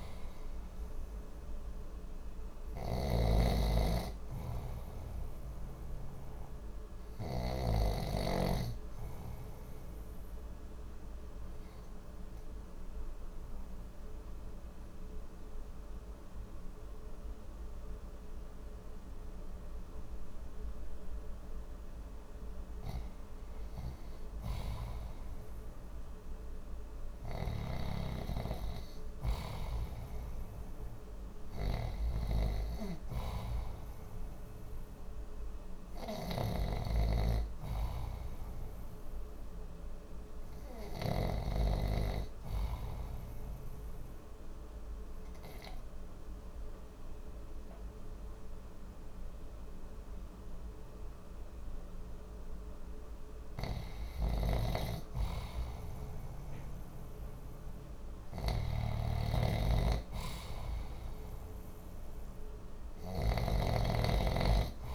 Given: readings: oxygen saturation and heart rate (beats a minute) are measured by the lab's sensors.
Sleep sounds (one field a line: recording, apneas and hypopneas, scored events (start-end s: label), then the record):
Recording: breathing in sleep by a room microphone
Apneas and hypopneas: 2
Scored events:
0.00-2.00 s: oxygen desaturation (device-marked, oxygen 88% lowest, heart rate 61 extreme)
0.00-7.50 s: snoring (device-marked)
3.00-7.00 s: arousal
9.00-22.00 s: obstructive apnea (oxygen 91% before, 86% lowest, heart rate 65 before, 61 extreme, up 2 after)
24.50-29.00 s: arousal
36.00-41.00 s: snoring (device-marked)
37.00-54.00 s: oxygen desaturation (device-marked, oxygen 94% before, 86% lowest, heart rate 62 before, 62 extreme)
43.00-54.00 s: obstructive apnea (oxygen 95% before, 86% lowest, heart rate 64 before, 62 extreme, up 2 after)
56.00-61.00 s: arousal
58.00-64.95 s: snoring (device-marked)
From the record:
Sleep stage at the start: REM sleep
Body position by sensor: on the left side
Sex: male